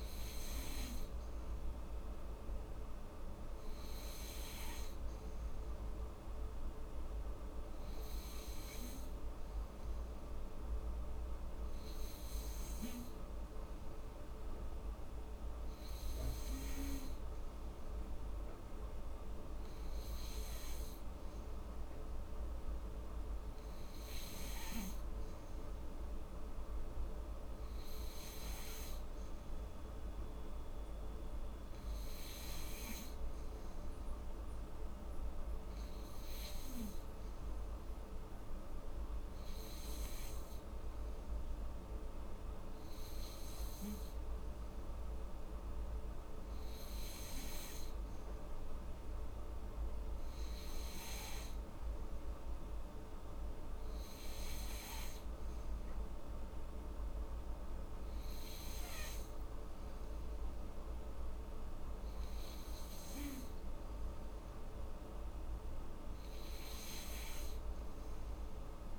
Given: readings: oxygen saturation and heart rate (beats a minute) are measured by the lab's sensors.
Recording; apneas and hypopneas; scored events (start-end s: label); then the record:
breathing in sleep, hard to hear, by a room microphone; none
none scored
From the record:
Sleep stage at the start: N3 (deep sleep); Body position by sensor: on the back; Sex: female